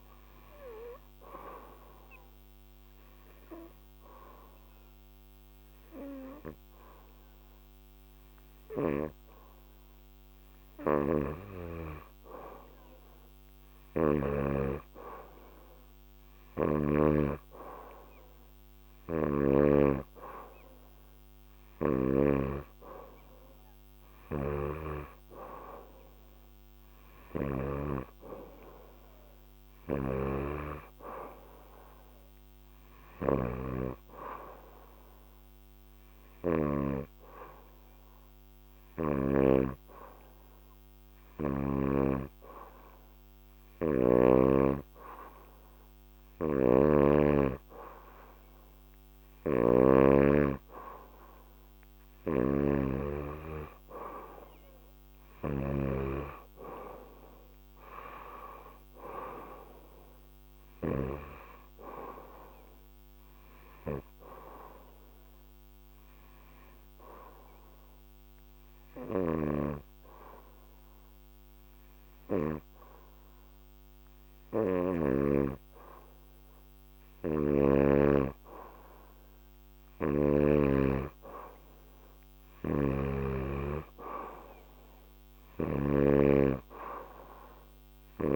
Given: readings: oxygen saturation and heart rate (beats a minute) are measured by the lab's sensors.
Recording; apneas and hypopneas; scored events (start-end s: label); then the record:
breathing in sleep by a microphone on the trachea; 3
2.00-12.50 s: hypopnea (oxygen 95% before, 91% lowest, heart rate 73 before, 75 extreme, up 1 after)
8.50-14.00 s: snoring (device-marked)
13.50-16.00 s: arousal
16.00-19.50 s: snoring (device-marked)
16.50-27.50 s: oxygen desaturation (device-marked, oxygen 94% before, 91% lowest, heart rate 75 before, 76 extreme)
24.00-27.50 s: snoring (device-marked)
29.50-36.50 s: snoring (device-marked)
35.50-45.50 s: hypopnea (oxygen 94% before, 90% lowest, heart rate 77 before, 77 extreme, up 3 after)
46.00-61.00 s: snoring (device-marked)
47.00-50.50 s: arousal
65.00-77.00 s: hypopnea (oxygen 93% before, 89% lowest, heart rate 79 before, 74 extreme, up 2 after)
69.00-75.00 s: snoring (device-marked)
79.00-82.50 s: arousal
82.00-88.36 s: snoring (device-marked)
82.50-88.36 s: oxygen desaturation (device-marked, oxygen 94% before, 90% lowest, heart rate 77 before, 74 extreme)
From the record:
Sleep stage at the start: N2 (light sleep); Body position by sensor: on the back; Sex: female